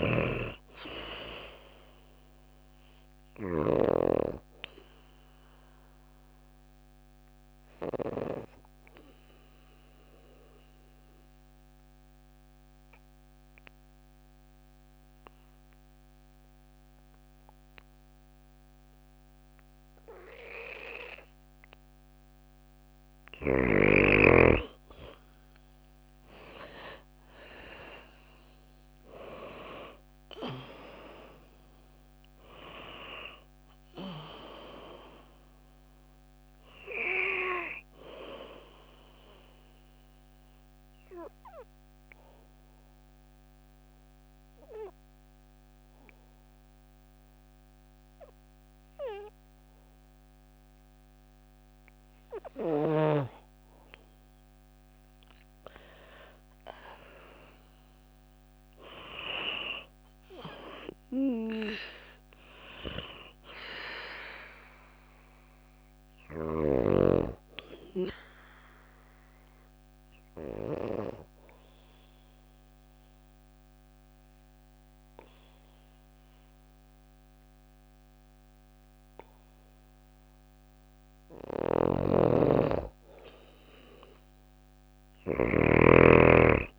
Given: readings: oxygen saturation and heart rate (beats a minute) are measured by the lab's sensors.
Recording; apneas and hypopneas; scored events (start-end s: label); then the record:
breathing in sleep by a microphone on the trachea; 3
0.00-15.00 s: oxygen desaturation (device-marked, oxygen 92% lowest, heart rate 53 extreme)
4.00-21.00 s: obstructive apnea (oxygen 97% before, 91% lowest, heart rate 57 before, 53 extreme, up 6 after)
25.00-29.00 s: arousal
29.00-51.00 s: oxygen desaturation (device-marked, oxygen 97% before, 91% lowest, heart rate 56 before, 53 extreme)
38.50-51.00 s: obstructive apnea (oxygen 97% before, 91% lowest, heart rate 57 before, 54 extreme, up 5 after)
54.00-58.50 s: arousal
68.00-80.50 s: obstructive apnea (oxygen 98% before, 93% lowest, heart rate 56 before, 53 extreme, up 2 after)
80.50-85.00 s: snoring (device-marked)
From the record:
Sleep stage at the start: N2 (light sleep); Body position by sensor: on the back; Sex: female